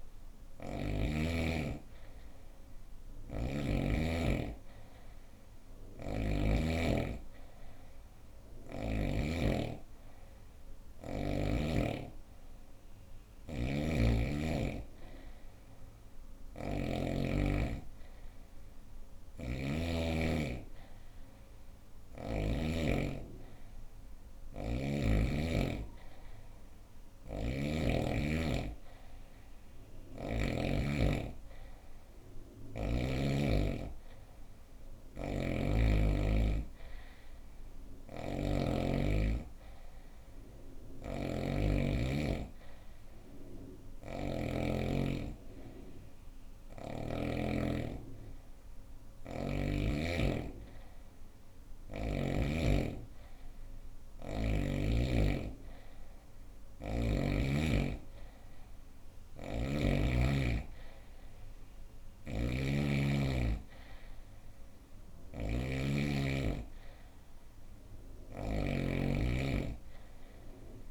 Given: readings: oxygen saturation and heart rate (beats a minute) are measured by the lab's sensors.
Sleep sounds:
breathing in sleep by a room microphone; none
5.00-8.50 s: snoring (device-marked)
15.50-22.00 s: snoring (device-marked)
26.50-30.00 s: snoring (device-marked)
34.50-38.00 s: snoring (device-marked)
40.00-46.50 s: snoring (device-marked)
58.50-70.91 s: snoring (device-marked)
From the record:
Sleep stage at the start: N2 (light sleep); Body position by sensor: on the right side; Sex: female

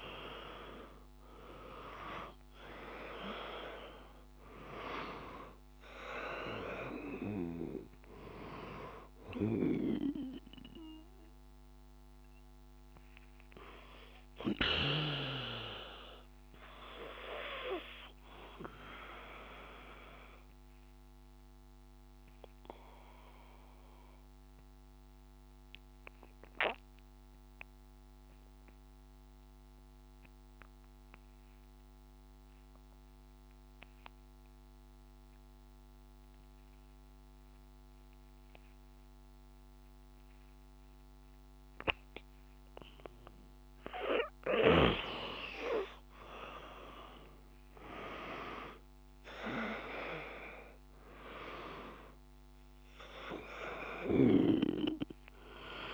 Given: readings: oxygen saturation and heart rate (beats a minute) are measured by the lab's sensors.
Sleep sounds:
breathing in sleep by a microphone on the trachea; 1
0.00-1.50 s: arousal
0.00-27.00 s: oxygen desaturation (device-marked, oxygen 89% lowest, heart rate 51 extreme)
16.50-41.50 s: obstructive apnea (oxygen 97% before, 87% lowest, heart rate 55 before, 51 extreme, up 4 after)
44.00-55.94 s: oxygen desaturation (device-marked, oxygen 97% before, 87% lowest, heart rate 55 before, 53 extreme)
46.50-51.00 s: arousal
From the record:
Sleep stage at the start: N2 (light sleep); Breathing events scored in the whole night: 273 in 4.9 hours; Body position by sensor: on the back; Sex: male

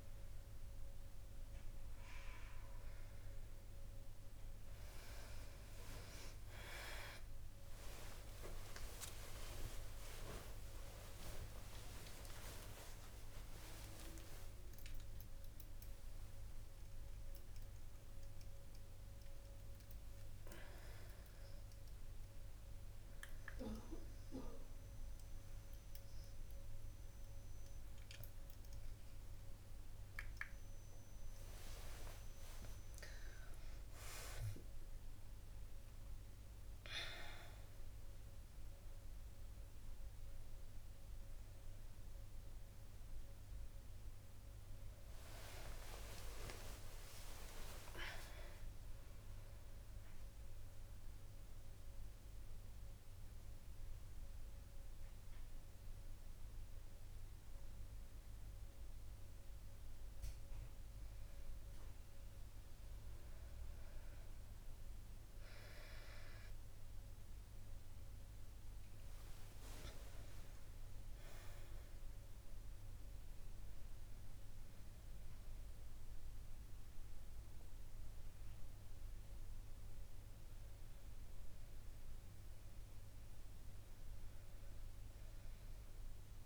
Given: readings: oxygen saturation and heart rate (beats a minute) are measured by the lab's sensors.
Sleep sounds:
a person awake in a sleep study, by a room microphone; none
none scored
From the record:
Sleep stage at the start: awake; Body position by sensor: on the back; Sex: female

